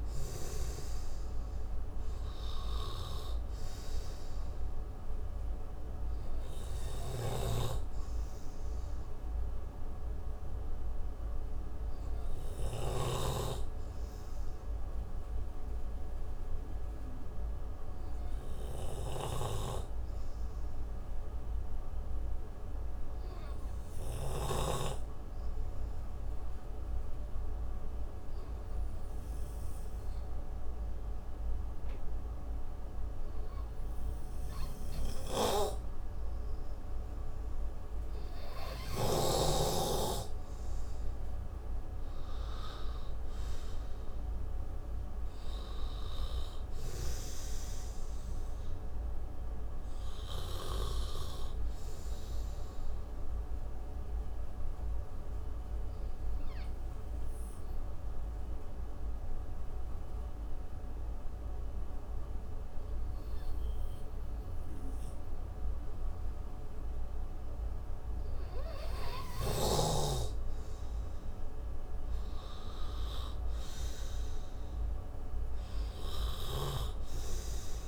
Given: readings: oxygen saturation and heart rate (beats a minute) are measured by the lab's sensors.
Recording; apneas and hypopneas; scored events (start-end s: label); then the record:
breathing in sleep by a room microphone; 2
0.00-3.00 s: arousal
5.50-25.50 s: oxygen desaturation (device-marked, oxygen 97% before, 89% lowest)
7.00-40.00 s: obstructive apnea (oxygen 97% before, 88% lowest)
7.50-13.50 s: snoring (device-marked)
40.50-65.50 s: oxygen desaturation (device-marked, oxygen 96% before, 88% lowest)
42.50-45.00 s: arousal
48.50-68.50 s: mixed apnea (oxygen 98% before, 88% lowest)
70.50-73.50 s: arousal
72.50-77.88 s: oxygen desaturation (device-marked, oxygen 99% before, 90% lowest)
From the record:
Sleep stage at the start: N2 (light sleep); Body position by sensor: on the right side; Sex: male